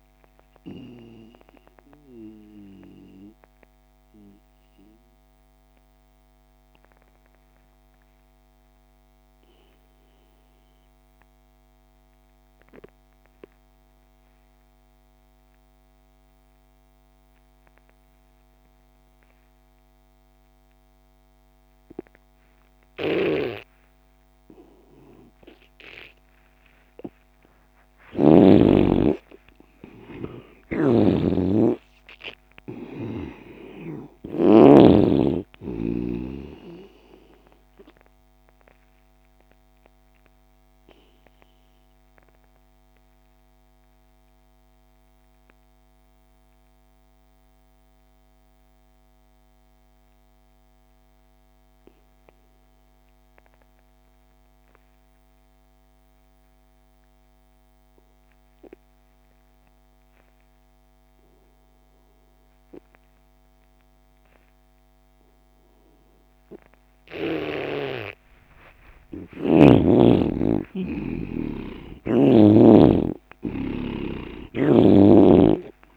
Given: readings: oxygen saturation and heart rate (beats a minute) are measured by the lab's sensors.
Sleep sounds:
breathing in sleep by a microphone on the trachea; 2
0.00-15.50 s: oxygen desaturation (device-marked, oxygen 85% lowest)
1.50-24.00 s: mixed apnea (oxygen 99% before, 85% lowest)
23.00-28.50 s: snoring (device-marked)
29.00-32.50 s: arousal
30.50-35.00 s: snoring (device-marked)
36.50-55.50 s: oxygen desaturation (device-marked, oxygen 96% before, 86% lowest)
40.00-68.50 s: mixed apnea (oxygen 98% before, 83% lowest)
69.00-73.00 s: arousal
69.50-75.97 s: oxygen desaturation (device-marked, oxygen 98% before, 83% lowest)
From the record:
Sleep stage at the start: N2 (light sleep); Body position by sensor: on the left side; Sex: male

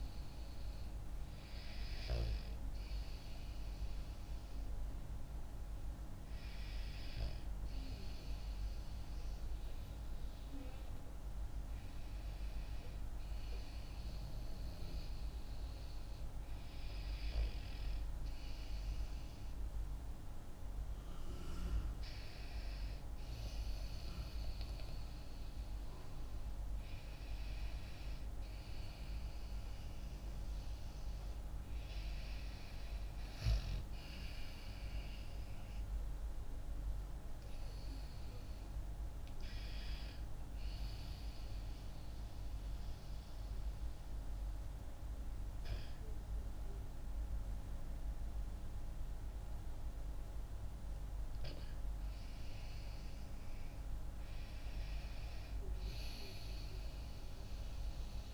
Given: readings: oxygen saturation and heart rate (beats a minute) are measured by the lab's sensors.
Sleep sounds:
breathing in sleep, hard to hear, by a room microphone; 1
33.00-36.50 s: arousal
39.50-54.00 s: hypopnea (oxygen 96% before, 94% lowest)
From the record:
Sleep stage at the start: N2 (light sleep); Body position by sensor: on the back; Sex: female

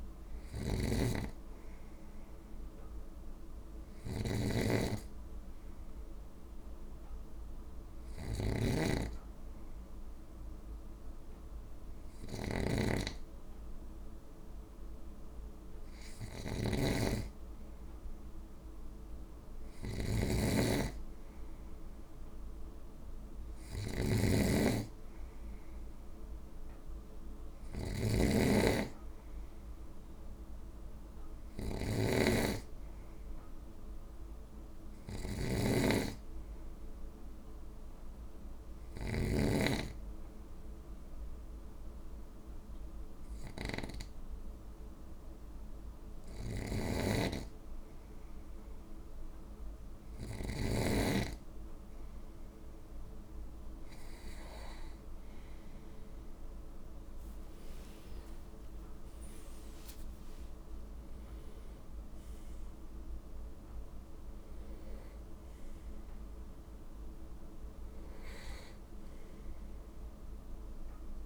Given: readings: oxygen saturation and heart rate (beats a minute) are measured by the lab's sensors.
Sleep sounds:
breathing in sleep by a room microphone; 2
0.00-3.00 s: arousal
0.00-39.00 s: snoring (device-marked)
7.50-17.50 s: hypopnea (oxygen 97% before, 95% lowest, heart rate 53 before, 52 extreme, up 3 after)
19.00-23.50 s: arousal
38.00-49.00 s: hypopnea (oxygen 97% before, 95% lowest, heart rate 53 before, 49 extreme, up 7 after)
46.00-50.50 s: snoring (device-marked)
55.00-59.50 s: arousal
From the record:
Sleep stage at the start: N2 (light sleep); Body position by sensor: on the right side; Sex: male

